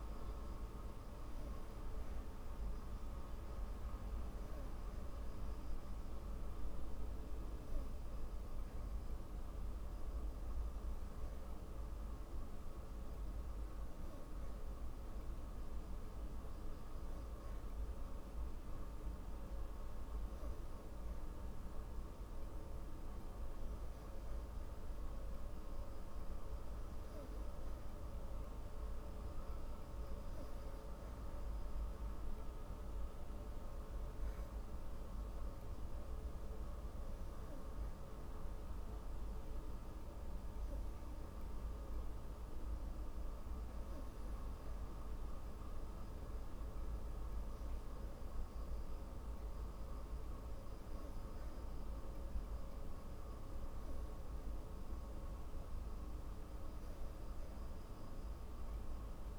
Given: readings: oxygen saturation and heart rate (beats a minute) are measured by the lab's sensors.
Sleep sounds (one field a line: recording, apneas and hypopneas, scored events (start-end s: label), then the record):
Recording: breathing in sleep, hard to hear, by a room microphone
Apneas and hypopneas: none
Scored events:
none scored
From the record:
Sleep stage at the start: N3 (deep sleep)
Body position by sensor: on the back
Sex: female